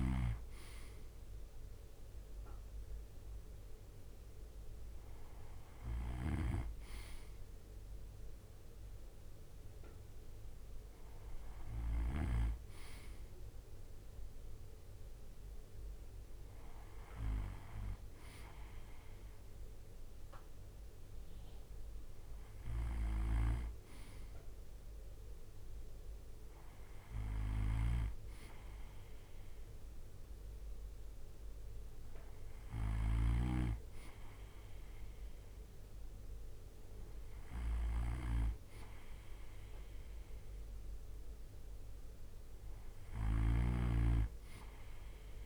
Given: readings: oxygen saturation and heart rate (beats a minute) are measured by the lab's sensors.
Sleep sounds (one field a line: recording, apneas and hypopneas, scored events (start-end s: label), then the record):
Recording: breathing in sleep by a room microphone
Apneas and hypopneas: none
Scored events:
5.50-12.00 s: snoring (device-marked)
22.00-45.46 s: snoring (device-marked)
From the record:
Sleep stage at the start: N2 (light sleep)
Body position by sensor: on the right side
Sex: male